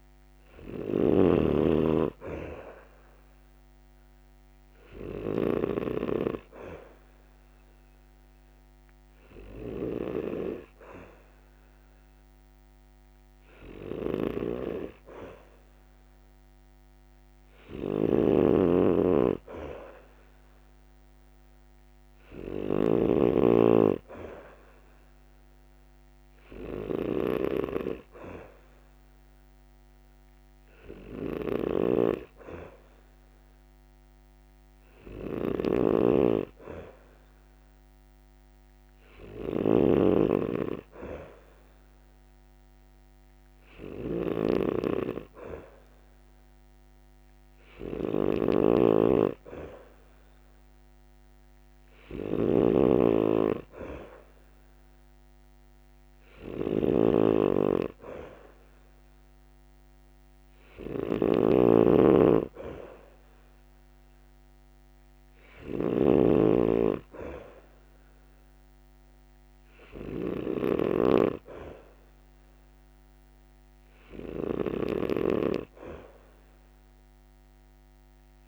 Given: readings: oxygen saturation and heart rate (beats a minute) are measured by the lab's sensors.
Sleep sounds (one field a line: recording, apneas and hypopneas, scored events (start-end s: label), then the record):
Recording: breathing in sleep by a microphone on the trachea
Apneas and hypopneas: 1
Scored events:
0.00-1.00 s: snoring (device-marked)
1.00-4.00 s: arousal
6.00-17.50 s: hypopnea (oxygen 97% before, 93% lowest, heart rate 69 before, 67 extreme, up 0 after)
17.50-23.00 s: snoring (device-marked)
19.00-22.50 s: arousal
35.50-71.00 s: snoring (device-marked)
From the record:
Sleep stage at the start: N2 (light sleep)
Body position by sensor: on the back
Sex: male